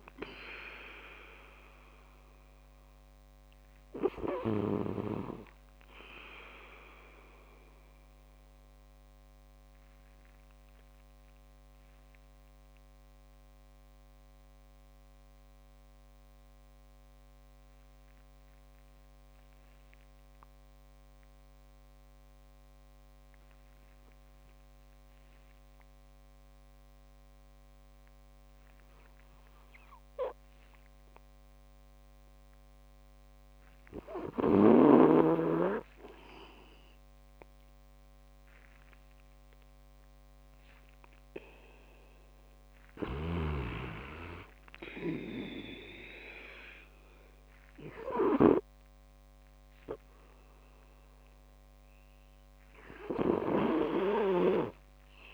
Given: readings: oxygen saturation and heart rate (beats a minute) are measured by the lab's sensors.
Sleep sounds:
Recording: breathing in sleep by a microphone on the trachea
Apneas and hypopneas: 1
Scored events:
7.50-32.00 s: obstructive apnea (oxygen 97% before, 90% lowest)
9.50-20.50 s: oxygen desaturation (device-marked, oxygen 93% before, 90% lowest)
33.00-35.50 s: arousal
36.50-46.50 s: oxygen desaturation (device-marked, oxygen 99% before, 95% lowest)
51.00-55.00 s: arousal
53.00-55.34 s: snoring (device-marked)
From the record:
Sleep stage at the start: N2 (light sleep)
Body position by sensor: on the back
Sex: male

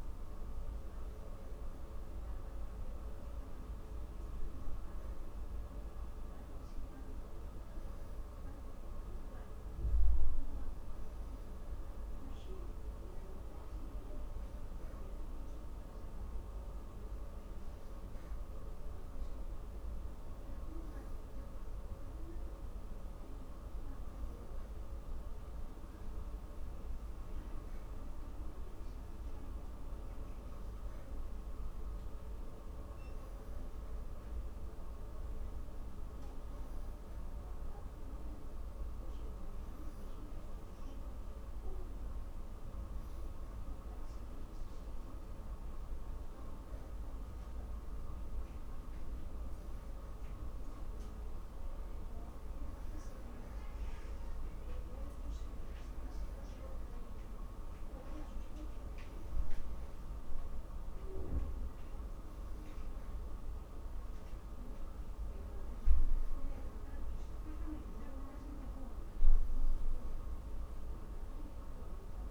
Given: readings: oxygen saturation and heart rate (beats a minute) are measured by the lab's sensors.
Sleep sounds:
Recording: breathing in sleep, hard to hear, by a room microphone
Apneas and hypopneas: none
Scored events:
none scored
From the record:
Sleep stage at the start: N3 (deep sleep)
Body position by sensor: on the back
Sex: female

